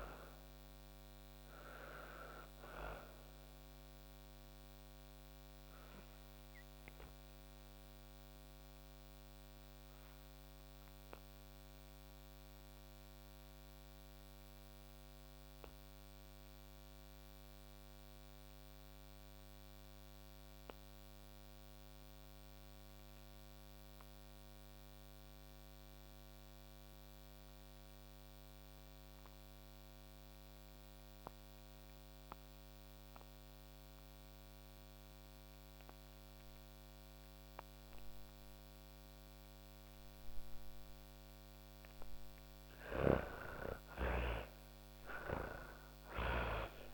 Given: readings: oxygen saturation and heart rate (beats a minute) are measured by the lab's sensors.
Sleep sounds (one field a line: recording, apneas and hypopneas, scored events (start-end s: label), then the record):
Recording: breathing in sleep by a microphone on the trachea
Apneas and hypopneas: 1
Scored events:
0.00-15.00 s: oxygen desaturation (device-marked, oxygen 84% lowest, heart rate 40 extreme)
3.50-38.50 s: obstructive apnea (oxygen 98% before, 82% lowest, heart rate 66 before, 40 extreme, up 40 after)
33.00-40.00 s: oxygen desaturation (device-marked, oxygen 98% before, 93% lowest, heart rate 49 before, 39 extreme)
41.00-45.00 s: snoring (device-marked)
41.00-45.50 s: arousal
42.00-46.93 s: oxygen desaturation (device-marked, oxygen 96% before, 82% lowest, heart rate 50 before, 39 extreme)
From the record:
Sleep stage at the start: N2 (light sleep)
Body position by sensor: on the back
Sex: female